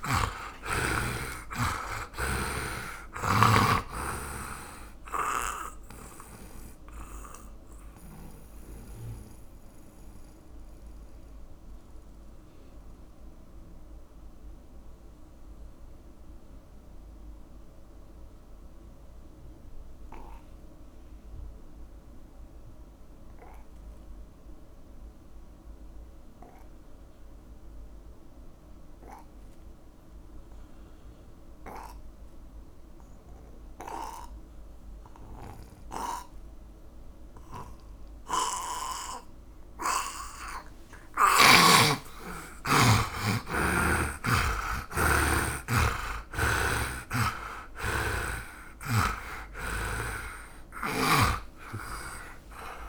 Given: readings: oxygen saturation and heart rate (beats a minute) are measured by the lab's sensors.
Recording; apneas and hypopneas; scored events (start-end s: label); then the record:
breathing in sleep by a room microphone; 1
0.00-1.50 s: snoring (device-marked)
0.00-30.00 s: oxygen desaturation (device-marked, oxygen 77% lowest)
6.00-41.50 s: mixed apnea (oxygen 100% before, 77% lowest)
38.50-42.00 s: snoring (device-marked)
43.50-48.50 s: arousal
46.00-52.89 s: oxygen desaturation (device-marked, oxygen 100% before, 78% lowest)
From the record:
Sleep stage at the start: N2 (light sleep); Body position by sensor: on the back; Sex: male